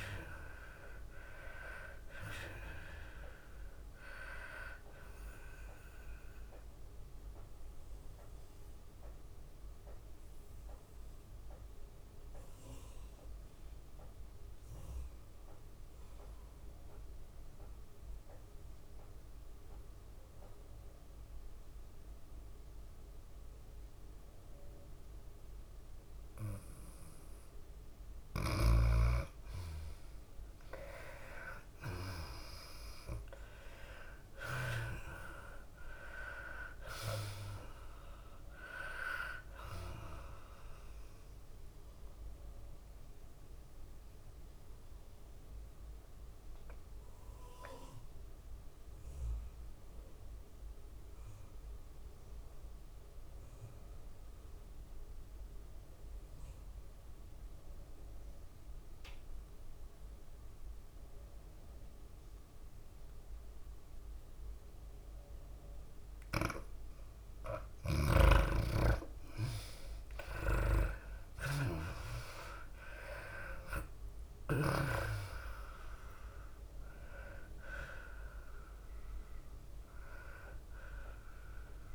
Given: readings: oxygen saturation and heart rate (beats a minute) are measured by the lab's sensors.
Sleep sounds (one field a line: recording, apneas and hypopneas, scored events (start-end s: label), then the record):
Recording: breathing in sleep by a room microphone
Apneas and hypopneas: 2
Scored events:
0.00-11.00 s: tachycardia (device-marked, heart rate 104 extreme)
0.00-18.00 s: oxygen desaturation (device-marked, oxygen 87% lowest, heart rate 94 extreme)
7.50-26.50 s: mixed apnea (oxygen 97% before, 82% lowest, heart rate 100 before, 94 extreme, up 6 after)
28.00-53.00 s: oxygen desaturation (device-marked, oxygen 98% before, 86% lowest, heart rate 98 before, 96 extreme)
31.00-34.50 s: arousal
32.00-48.00 s: tachycardia (device-marked, heart rate 104 before, 104 extreme)
33.00-47.00 s: drop in pulse transit time (device-marked, heart rate 97 before, 100 extreme)
43.00-67.00 s: mixed apnea (oxygen 98% before, 79% lowest, heart rate 99 before, 96 extreme, up 5 after)
63.00-81.95 s: oxygen desaturation (device-marked, oxygen 98% before, 82% lowest, heart rate 99 before, 94 extreme)
69.00-73.00 s: arousal
69.00-75.50 s: snoring (device-marked)
71.00-81.95 s: tachycardia (device-marked, heart rate 103 before, 104 extreme)
75.00-81.95 s: drop in pulse transit time (device-marked, heart rate 97 before, 100 extreme)
From the record:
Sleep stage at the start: N2 (light sleep)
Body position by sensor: on the left side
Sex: female